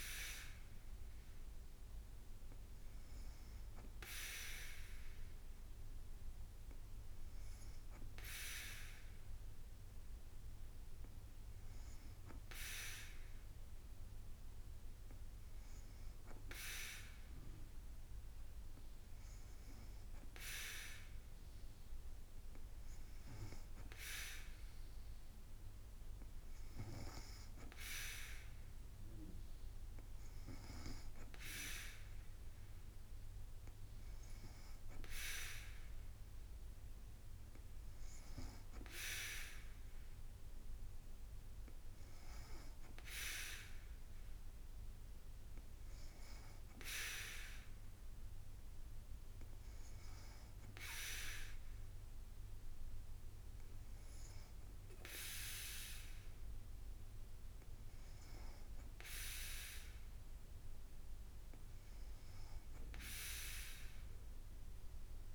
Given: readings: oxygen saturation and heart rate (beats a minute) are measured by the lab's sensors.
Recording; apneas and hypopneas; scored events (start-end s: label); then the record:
breathing in sleep by a room microphone; none
39.00-50.00 s: drop in pulse transit time (device-marked, heart rate 56 before, 56 extreme)
From the record:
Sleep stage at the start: N2 (light sleep); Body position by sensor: on the back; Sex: female